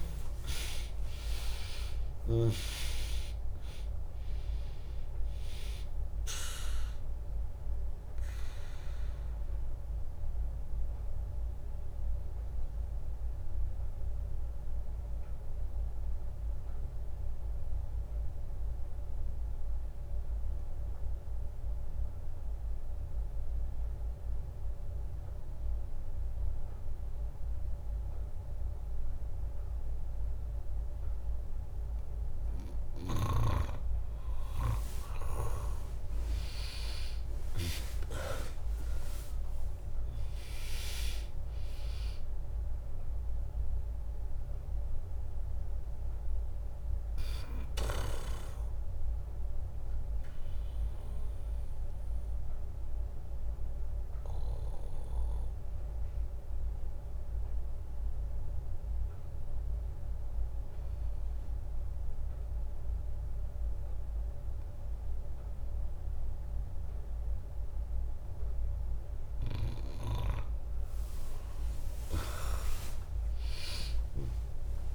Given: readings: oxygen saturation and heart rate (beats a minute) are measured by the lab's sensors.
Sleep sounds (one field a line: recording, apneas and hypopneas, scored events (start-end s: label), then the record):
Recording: breathing in sleep by a room microphone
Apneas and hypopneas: 2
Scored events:
0.00-2.00 s: arousal
0.00-11.00 s: drop in pulse transit time (device-marked, heart rate 60 extreme)
8.50-33.00 s: obstructive apnea (oxygen 100% before, 95% lowest, heart rate 63 before, 61 extreme, up 1 after)
36.50-40.00 s: arousal
38.00-50.00 s: drop in pulse transit time (device-marked, heart rate 64 before, 62 extreme)
41.00-63.00 s: oxygen desaturation (device-marked, oxygen 100% before, 95% lowest, heart rate 64 before, 59 extreme)
50.50-70.00 s: obstructive apnea (oxygen 100% before, 95% lowest, heart rate 70 before, 59 extreme, up 14 after)
66.00-68.00 s: bradycardia (device-marked, heart rate 68 before, 65 extreme)
71.50-74.95 s: arousal
From the record:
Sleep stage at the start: N2 (light sleep)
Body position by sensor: on the back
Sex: female